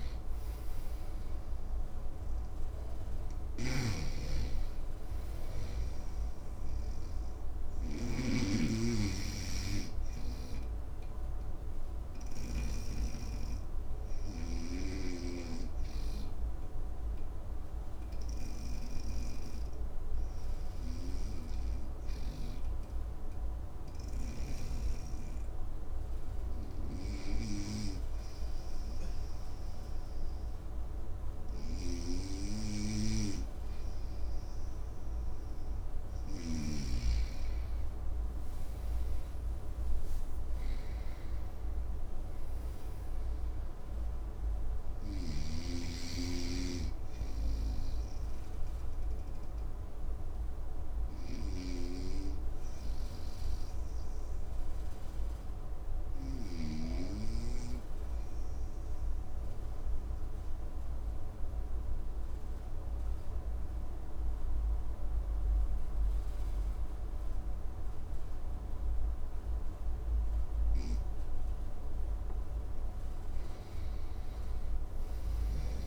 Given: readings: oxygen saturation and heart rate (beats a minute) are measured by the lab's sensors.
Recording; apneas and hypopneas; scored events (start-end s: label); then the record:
breathing in sleep by a room microphone; 2
0.00-3.00 s: arousal
0.00-12.50 s: snoring (device-marked)
13.00-33.00 s: obstructive apnea (oxygen 99% before, 94% lowest, heart rate 63 before, 55 extreme, up 5 after)
24.00-29.00 s: oxygen desaturation (device-marked, oxygen 97% before, 94% lowest, heart rate 62 before, 56 extreme)
31.00-36.00 s: snoring (device-marked)
37.00-40.50 s: arousal
42.00-75.87 s: new sleep stage, REM sleep
48.50-69.50 s: obstructive apnea (oxygen 99% before, 96% lowest, heart rate 65 before, 55 extreme, up 10 after)
51.00-56.50 s: snoring (device-marked)
From the record:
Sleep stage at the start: N2 (light sleep); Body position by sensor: on the right side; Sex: male